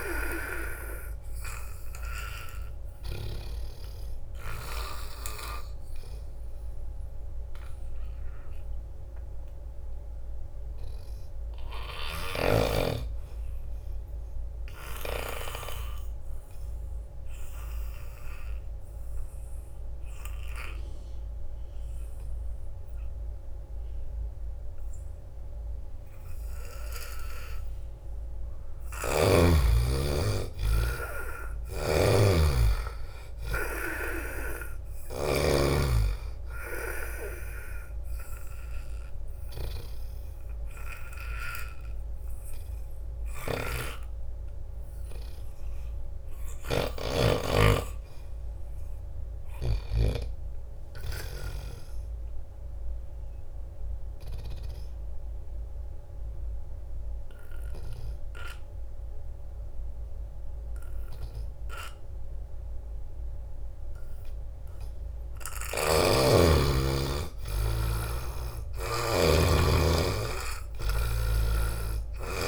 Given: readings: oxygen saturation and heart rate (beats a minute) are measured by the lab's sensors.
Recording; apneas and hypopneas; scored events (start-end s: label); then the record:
breathing in sleep by a room microphone; 3
0.00-3.50 s: snoring (device-marked)
0.00-16.50 s: oxygen desaturation (device-marked, oxygen 79% lowest)
3.50-27.00 s: obstructive apnea (oxygen 97% before, 79% lowest)
27.00-29.00 s: long interval between heartbeats (device-marked)
28.00-32.00 s: arousal
30.50-51.50 s: oxygen desaturation (device-marked, oxygen 96% before, 80% lowest)
31.50-35.50 s: snoring (device-marked)
36.50-47.00 s: obstructive apnea (oxygen 97% before, 80% lowest)
43.00-50.00 s: snoring (device-marked)
53.50-65.00 s: obstructive apnea (oxygen 97% before, 83% lowest)
66.50-70.00 s: arousal
68.50-72.48 s: oxygen desaturation (device-marked, oxygen 95% before, 83% lowest)
From the record:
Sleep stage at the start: N2 (light sleep); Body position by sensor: on the back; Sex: male